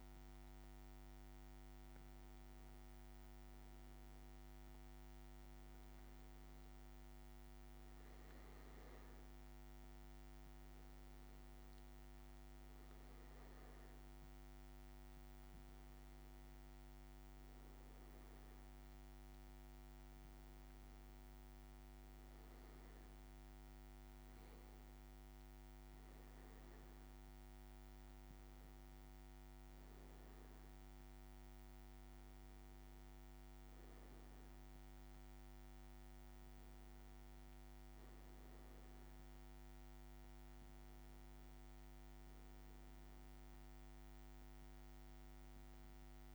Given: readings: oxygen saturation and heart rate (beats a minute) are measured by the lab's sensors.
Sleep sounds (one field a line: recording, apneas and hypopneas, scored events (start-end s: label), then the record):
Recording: breathing in sleep, hard to hear, by a microphone on the trachea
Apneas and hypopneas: none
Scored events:
39.50-44.50 s: arousal
From the record:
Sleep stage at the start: N1 (lightest sleep)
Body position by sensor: on the back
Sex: male